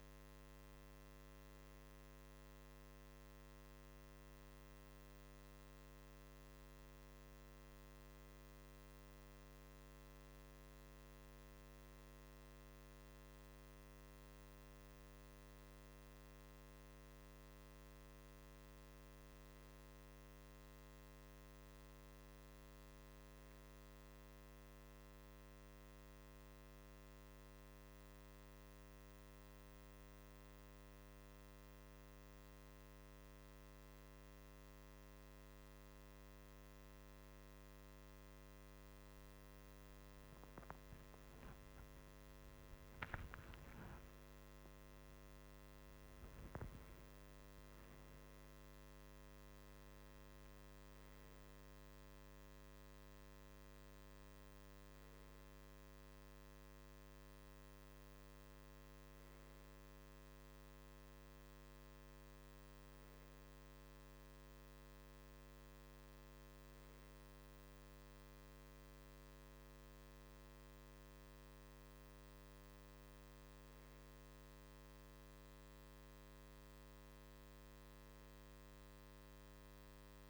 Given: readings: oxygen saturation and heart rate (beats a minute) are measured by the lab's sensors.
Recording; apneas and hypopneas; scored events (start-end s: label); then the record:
breathing in sleep, hard to hear, by a microphone on the trachea; none
42.50-47.00 s: arousal
From the record:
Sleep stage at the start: REM sleep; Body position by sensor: on the right side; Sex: male